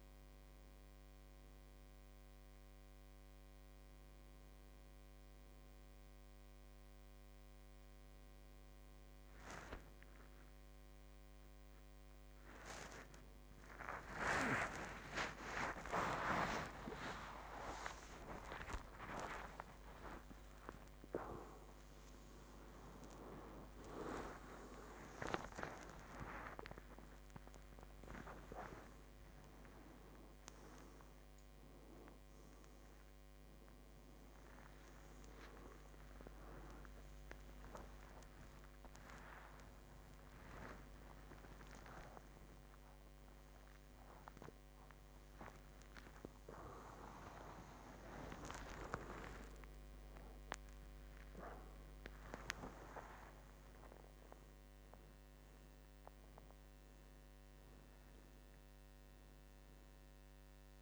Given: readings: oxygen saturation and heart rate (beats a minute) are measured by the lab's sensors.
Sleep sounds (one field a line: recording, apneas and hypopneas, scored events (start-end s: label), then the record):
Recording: a person awake in a sleep study, by a microphone on the trachea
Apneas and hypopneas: none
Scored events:
10.00-60.82 s: new sleep stage, awake
From the record:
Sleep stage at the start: N1 (lightest sleep)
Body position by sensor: on the back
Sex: male